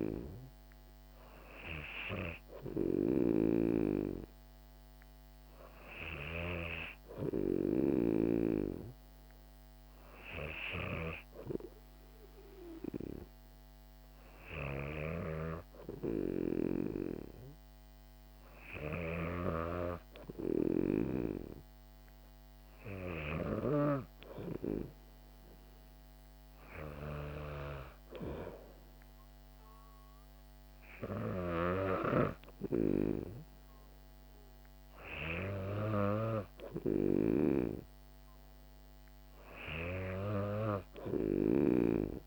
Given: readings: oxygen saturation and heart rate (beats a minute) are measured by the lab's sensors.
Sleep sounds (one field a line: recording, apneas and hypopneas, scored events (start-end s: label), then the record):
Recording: breathing in sleep by a microphone on the trachea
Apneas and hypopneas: none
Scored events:
none scored
From the record:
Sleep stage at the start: N2 (light sleep)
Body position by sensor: on the back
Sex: female